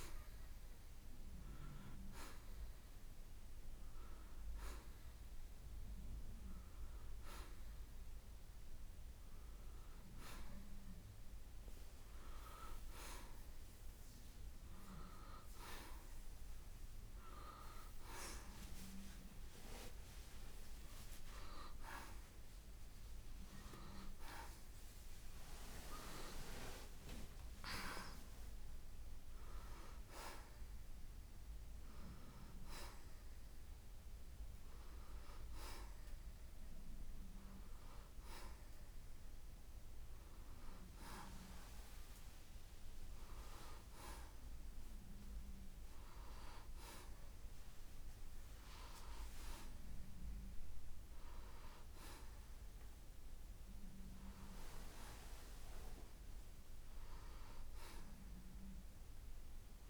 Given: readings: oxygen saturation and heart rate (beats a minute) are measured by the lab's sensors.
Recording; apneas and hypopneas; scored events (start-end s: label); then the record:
breathing in sleep by a room microphone; none
7.00-17.00 s: oxygen desaturation (device-marked, oxygen 94% before, 89% lowest, heart rate 75 before, 68 extreme)
24.50-29.00 s: arousal
From the record:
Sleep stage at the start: N1 (lightest sleep); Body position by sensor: on the right side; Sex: male